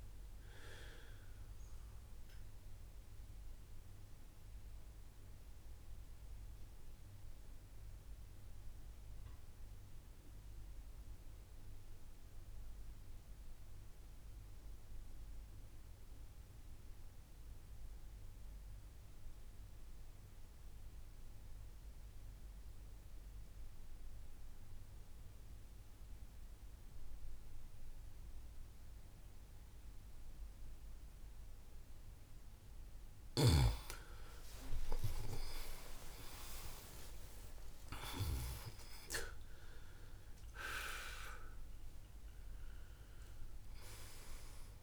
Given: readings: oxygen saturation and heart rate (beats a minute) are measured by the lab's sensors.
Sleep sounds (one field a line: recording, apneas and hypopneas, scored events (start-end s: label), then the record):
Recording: breathing in sleep by a room microphone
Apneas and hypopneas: 1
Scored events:
0.00-16.00 s: oxygen desaturation (device-marked, oxygen 91% lowest, heart rate 53 extreme)
0.50-31.00 s: obstructive apnea (oxygen 95% before, 87% lowest, heart rate 56 before, 53 extreme)
28.00-44.83 s: oxygen desaturation (device-marked, oxygen 96% before, 87% lowest, heart rate 55 before, 56 extreme)
34.00-41.00 s: arousal
From the record:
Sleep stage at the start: N2 (light sleep)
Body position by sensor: on the right side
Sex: male